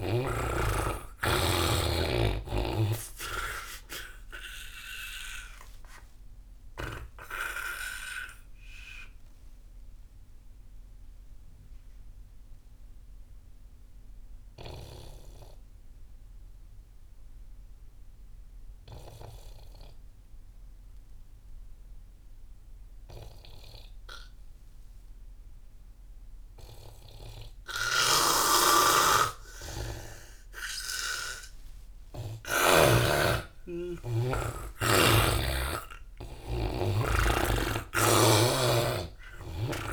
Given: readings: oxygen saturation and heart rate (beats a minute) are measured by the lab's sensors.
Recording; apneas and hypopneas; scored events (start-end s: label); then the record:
breathing in sleep by a room microphone; 1
0.00-1.00 s: arousal
0.00-20.00 s: oxygen desaturation (device-marked, oxygen 84% lowest)
5.50-31.50 s: obstructive apnea (oxygen 97% before, 84% lowest)
28.50-33.50 s: snoring (device-marked)
31.00-39.93 s: oxygen desaturation (device-marked, oxygen 99% before, 85% lowest)
33.00-38.50 s: arousal
From the record:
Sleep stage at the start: N2 (light sleep); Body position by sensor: on the back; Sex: male